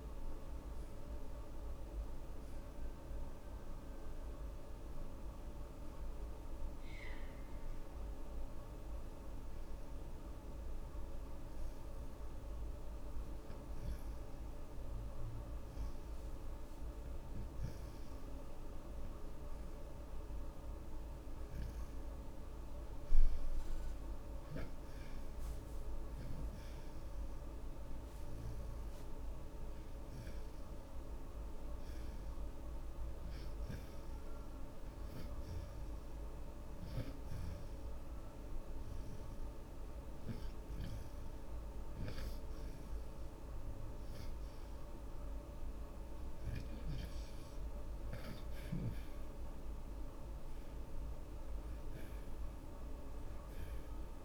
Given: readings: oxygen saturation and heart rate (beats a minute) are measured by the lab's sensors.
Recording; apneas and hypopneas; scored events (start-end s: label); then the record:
breathing in sleep, hard to hear, by a room microphone; 2
4.00-17.00 s: oxygen desaturation (device-marked, oxygen 91% before, 80% lowest)
7.00-19.50 s: hypopnea (oxygen 91% before, 75% lowest)
21.00-24.00 s: arousal
23.00-43.00 s: oxygen desaturation (device-marked, oxygen 84% before, 75% lowest)
37.00-47.50 s: hypopnea (oxygen 84% before, 74% lowest)
49.00-52.00 s: arousal
From the record:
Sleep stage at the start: N2 (light sleep); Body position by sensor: on the back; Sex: male